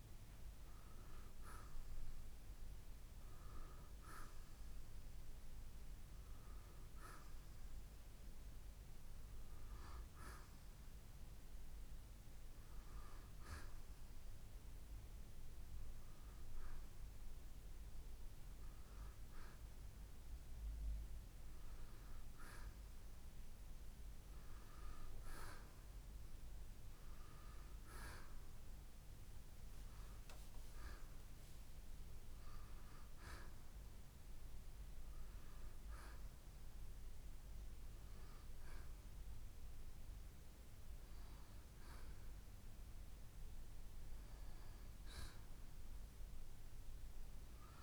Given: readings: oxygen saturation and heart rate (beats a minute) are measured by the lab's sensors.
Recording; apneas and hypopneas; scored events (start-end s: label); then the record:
breathing in sleep by a room microphone; none
none scored
From the record:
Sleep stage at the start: N2 (light sleep); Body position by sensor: on the right side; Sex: male